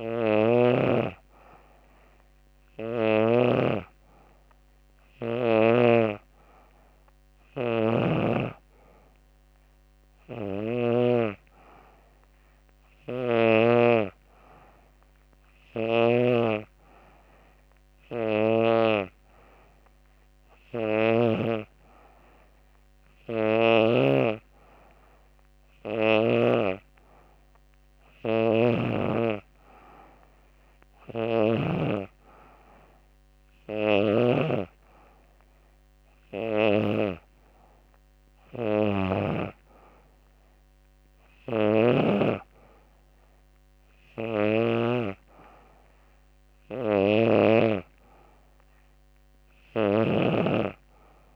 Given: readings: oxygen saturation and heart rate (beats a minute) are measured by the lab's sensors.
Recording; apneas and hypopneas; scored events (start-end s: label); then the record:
breathing in sleep by a microphone on the trachea; none
0.00-5.00 s: snoring (device-marked)
7.00-13.00 s: snoring (device-marked)
15.00-20.50 s: snoring (device-marked)
27.50-31.00 s: snoring (device-marked)
40.50-49.50 s: snoring (device-marked)
From the record:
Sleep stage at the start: N2 (light sleep); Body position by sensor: on the back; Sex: female